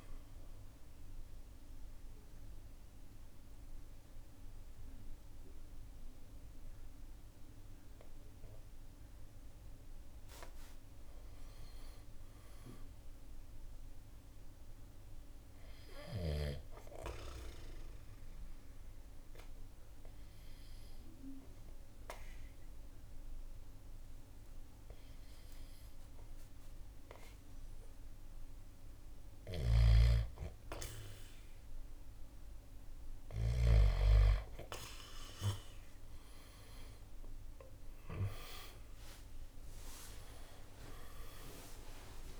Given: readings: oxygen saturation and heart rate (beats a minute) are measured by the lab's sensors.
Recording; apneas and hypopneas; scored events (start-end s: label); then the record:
breathing in sleep by a room microphone; 1
0.00-3.50 s: drop in pulse transit time (device-marked, heart rate 69 extreme)
0.00-14.50 s: oxygen desaturation (device-marked, oxygen 87% lowest, heart rate 61 extreme)
14.50-29.00 s: obstructive apnea (oxygen 98% before, 87% lowest, heart rate 70 before, 61 extreme, up 3 after)
21.50-30.50 s: oxygen desaturation (device-marked, oxygen 98% before, 92% lowest, heart rate 66 before, 61 extreme)
35.00-39.00 s: arousal
35.50-42.40 s: oxygen desaturation (device-marked, oxygen 95% before, 87% lowest, heart rate 62 before, 63 extreme)
39.50-42.40 s: drop in pulse transit time (device-marked, heart rate 62 before, 71 extreme)
From the record:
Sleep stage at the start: N2 (light sleep); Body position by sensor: on the back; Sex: male